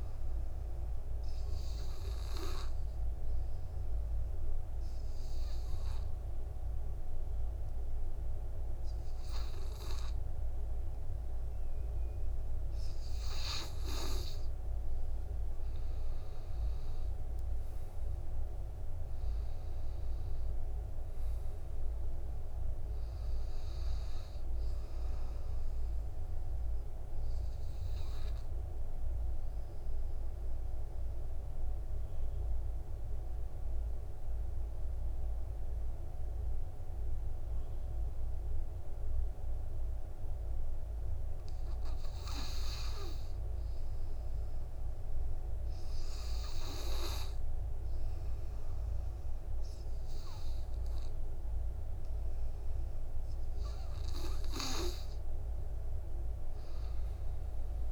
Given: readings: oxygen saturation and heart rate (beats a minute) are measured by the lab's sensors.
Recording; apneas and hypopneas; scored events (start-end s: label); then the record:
breathing in sleep by a room microphone; 2
0.00-19.00 s: oxygen desaturation (device-marked, oxygen 93% lowest, heart rate 48 extreme)
1.50-14.00 s: obstructive apnea (oxygen 97% before, 92% lowest, heart rate 55 before, 48 extreme, up 16 after)
16.50-20.50 s: arousal
21.00-31.00 s: oxygen desaturation (device-marked, oxygen 95% before, 92% lowest, heart rate 56 before, 48 extreme)
28.50-41.00 s: obstructive apnea (oxygen 96% before, 92% lowest, heart rate 59 before, 48 extreme, up 7 after)
43.00-46.00 s: arousal
From the record:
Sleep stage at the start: N2 (light sleep); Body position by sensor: on the back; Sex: male